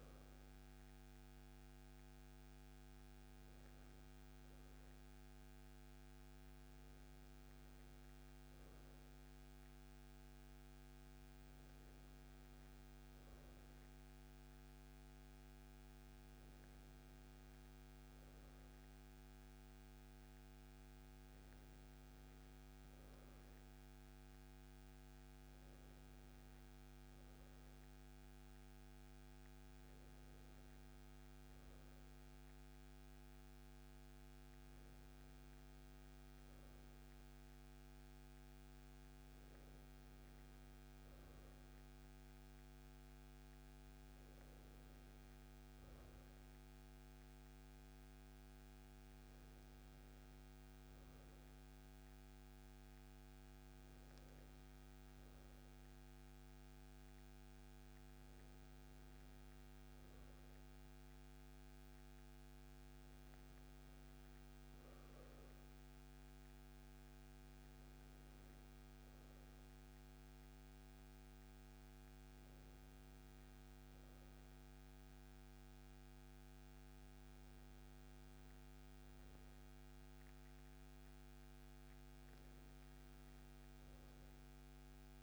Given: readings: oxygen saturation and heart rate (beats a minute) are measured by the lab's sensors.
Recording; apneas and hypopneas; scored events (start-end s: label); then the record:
breathing in sleep, hard to hear, by a microphone on the trachea; none
none scored
From the record:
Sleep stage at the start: N2 (light sleep); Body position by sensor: on the right side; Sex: male